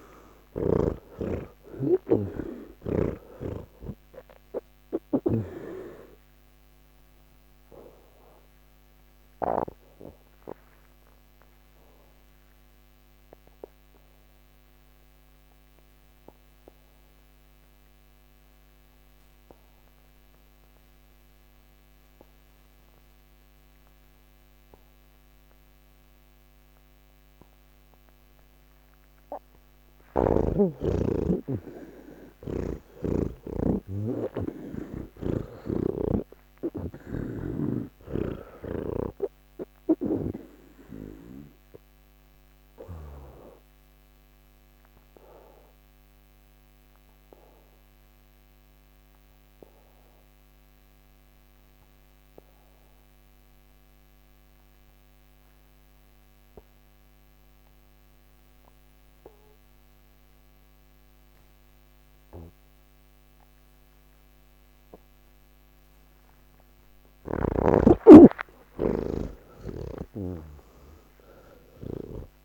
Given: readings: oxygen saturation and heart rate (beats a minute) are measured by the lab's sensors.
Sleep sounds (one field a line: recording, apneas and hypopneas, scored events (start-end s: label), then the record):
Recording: breathing in sleep by a microphone on the trachea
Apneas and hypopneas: 2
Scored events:
0.00-25.50 s: oxygen desaturation (device-marked, oxygen 80% lowest)
8.50-27.50 s: obstructive apnea (oxygen 98% before, 80% lowest, heart rate 43 before, 27 extreme)
27.50-57.50 s: oxygen desaturation (device-marked, oxygen 98% before, 83% lowest, heart rate 80 before, 30 extreme)
42.50-67.00 s: obstructive apnea (oxygen 98% before, 81% lowest, heart rate 94 before, 49 extreme, up 20 after)
62.50-72.45 s: oxygen desaturation (device-marked, oxygen 98% before, 81% lowest, heart rate 117 before, 49 extreme)
70.00-72.45 s: snoring (device-marked)
From the record:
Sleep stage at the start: N1 (lightest sleep)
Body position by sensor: on the back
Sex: male